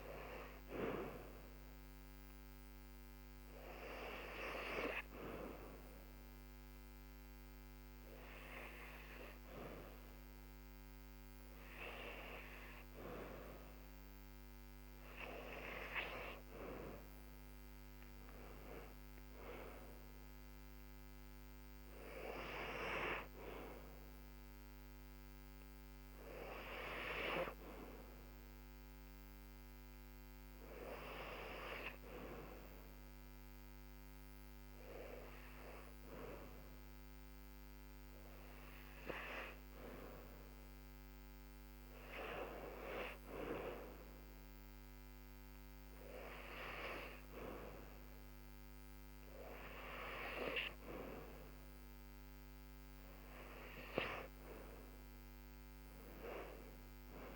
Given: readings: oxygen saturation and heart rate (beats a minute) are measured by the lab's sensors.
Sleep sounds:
breathing in sleep by a microphone on the trachea; 1
16.50-20.00 s: arousal
29.00-42.00 s: hypopnea (oxygen 97% before, 95% lowest, heart rate 72 before, 69 extreme, up 5 after)
43.00-46.50 s: arousal
From the record:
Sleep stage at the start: N2 (light sleep); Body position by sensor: on the back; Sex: female

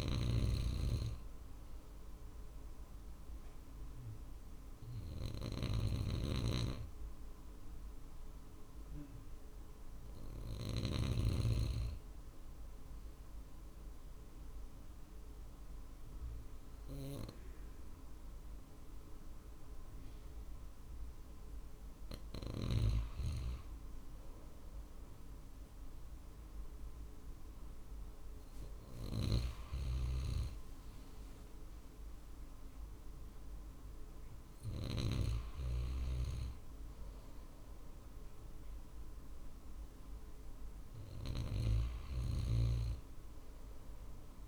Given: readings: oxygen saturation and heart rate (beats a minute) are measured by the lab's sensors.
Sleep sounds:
breathing in sleep by a room microphone; 1
0.00-10.50 s: snoring (device-marked)
10.50-22.00 s: obstructive apnea (oxygen 94% before, 93% lowest, heart rate 51 before, 48 extreme, up 1 after)
24.50-28.00 s: arousal
28.50-34.50 s: snoring (device-marked)
28.50-42.50 s: drop in pulse transit time (device-marked, heart rate 51 before, 48 extreme)
From the record:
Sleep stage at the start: N2 (light sleep); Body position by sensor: on the right side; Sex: male

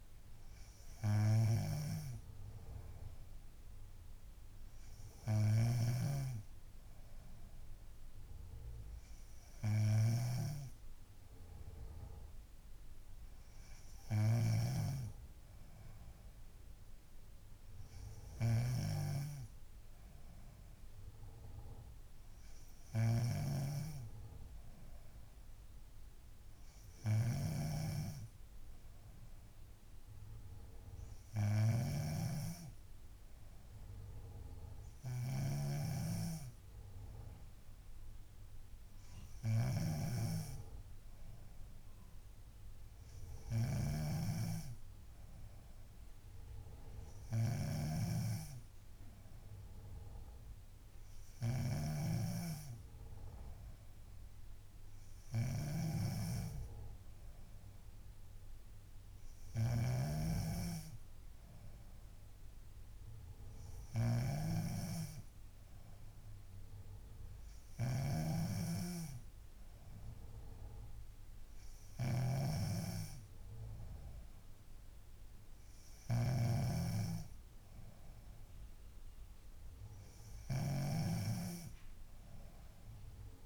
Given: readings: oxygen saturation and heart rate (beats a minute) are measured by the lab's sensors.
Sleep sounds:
breathing in sleep by a room microphone; none
14.50-23.50 s: snoring (device-marked)
32.00-36.00 s: snoring (device-marked)
56.00-81.00 s: snoring (device-marked)
From the record:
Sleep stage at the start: N3 (deep sleep); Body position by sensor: on the back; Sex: female

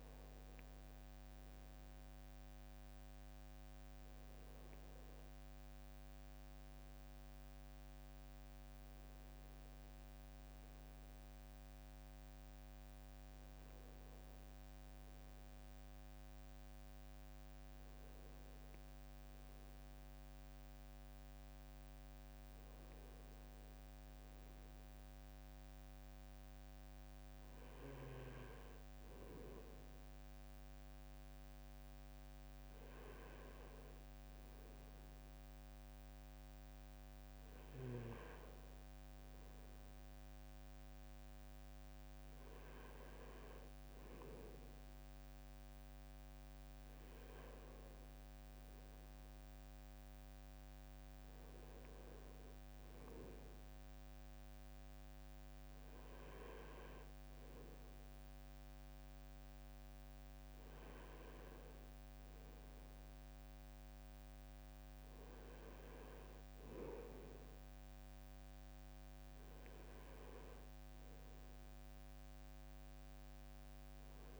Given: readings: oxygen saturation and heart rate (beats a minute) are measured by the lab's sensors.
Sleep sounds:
breathing in sleep, hard to hear, by a microphone on the trachea; none
73.50-74.40 s: new sleep stage, N2 (light sleep)
From the record:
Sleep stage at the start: N1 (lightest sleep); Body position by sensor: on the right side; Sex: male

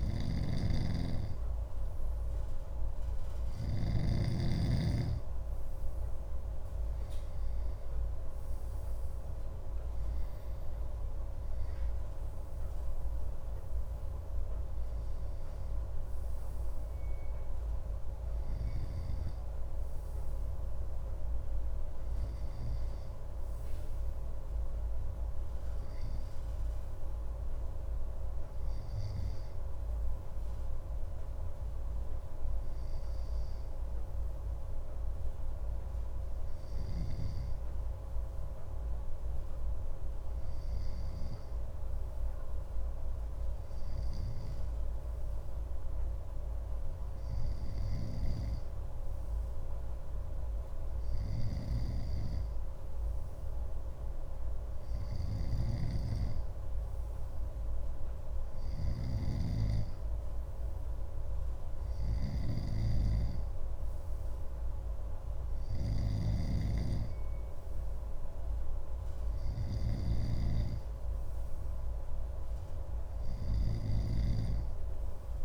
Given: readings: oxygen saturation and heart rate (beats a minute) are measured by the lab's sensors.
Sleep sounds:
breathing in sleep by a room microphone; none
0.00-4.00 s: snoring (device-marked)
51.50-75.45 s: snoring (device-marked)
From the record:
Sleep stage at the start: N2 (light sleep); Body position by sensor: on the left side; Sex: male

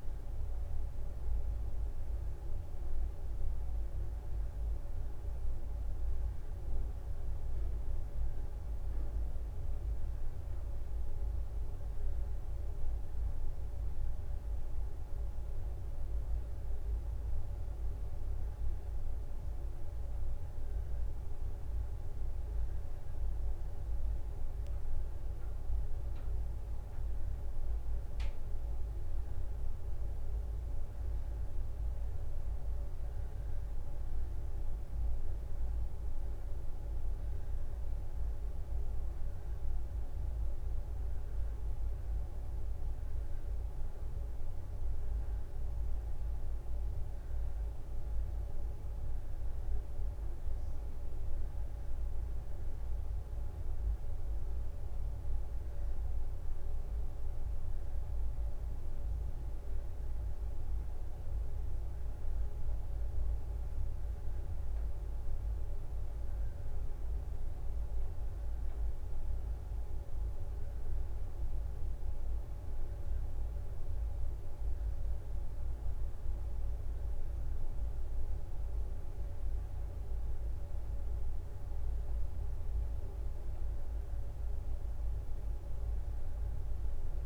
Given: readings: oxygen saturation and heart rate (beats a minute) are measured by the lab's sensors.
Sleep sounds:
a person awake in a sleep study, hard to hear, by a room microphone; none
0.00-2.00 s: drop in pulse transit time (device-marked, heart rate 59 extreme)
From the record:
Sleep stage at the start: awake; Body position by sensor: on the right side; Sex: female

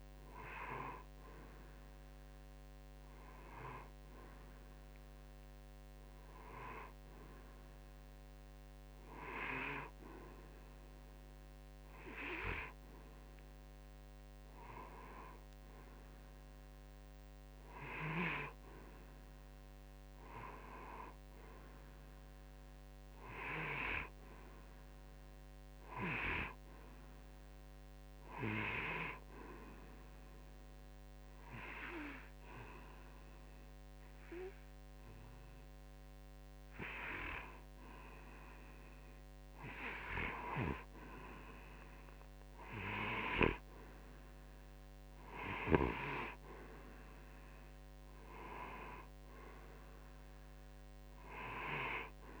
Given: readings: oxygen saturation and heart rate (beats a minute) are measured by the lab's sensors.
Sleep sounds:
breathing in sleep by a microphone on the trachea; 1
23.50-26.50 s: arousal
29.00-40.00 s: hypopnea (oxygen 91% before, 87% lowest)
43.50-47.50 s: arousal
47.00-52.40 s: oxygen desaturation (device-marked, oxygen 91% before, 87% lowest)
From the record:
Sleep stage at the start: N2 (light sleep); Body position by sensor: on the right side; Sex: male

